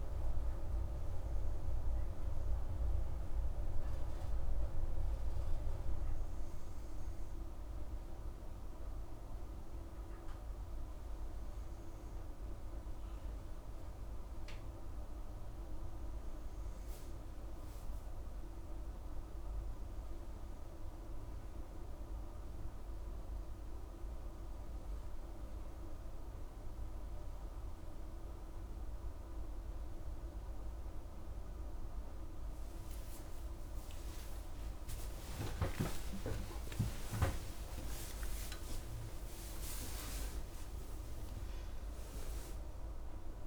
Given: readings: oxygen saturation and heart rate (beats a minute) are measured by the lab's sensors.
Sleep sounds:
breathing in sleep, hard to hear, by a room microphone; none
30.00-43.47 s: new sleep stage, N2 (light sleep)
34.50-41.50 s: arousal
From the record:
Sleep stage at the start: N3 (deep sleep); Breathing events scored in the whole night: 86 in 5.5 hours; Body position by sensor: on the right side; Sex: female

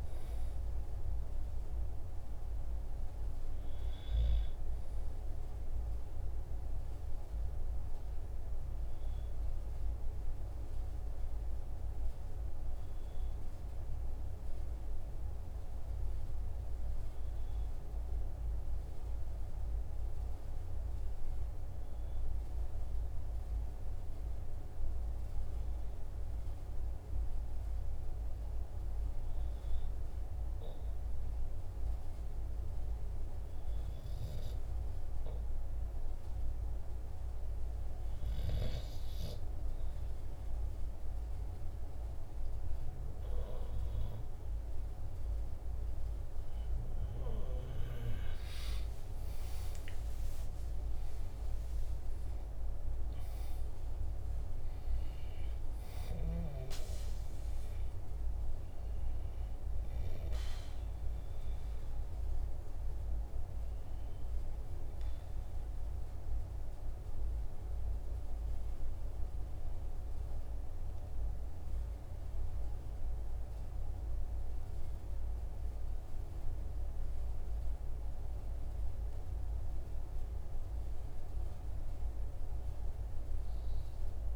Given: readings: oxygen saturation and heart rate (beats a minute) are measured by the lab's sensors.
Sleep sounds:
a person partly awake in a sleep study, hard to hear, by a room microphone; 1
11.50-41.00 s: hypopnea (heart rate 45 before, 43 extreme, up 0 after)
51.50-81.50 s: new sleep stage, awake
81.50-84.36 s: new sleep stage, N2 (light sleep)
From the record:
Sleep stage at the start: N2 (light sleep); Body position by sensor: on the back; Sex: male

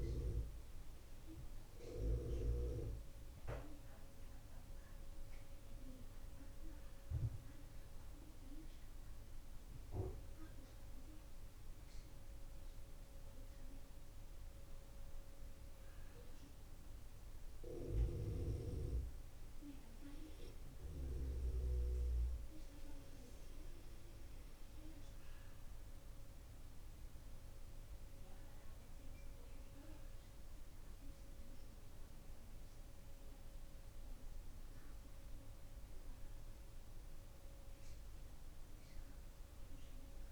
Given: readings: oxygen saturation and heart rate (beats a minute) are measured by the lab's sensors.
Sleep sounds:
a person awake in a sleep study, by a room microphone; none
27.00-40.32 s: new sleep stage, N2 (light sleep)
From the record:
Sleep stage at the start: awake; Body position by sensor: on the left side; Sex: male

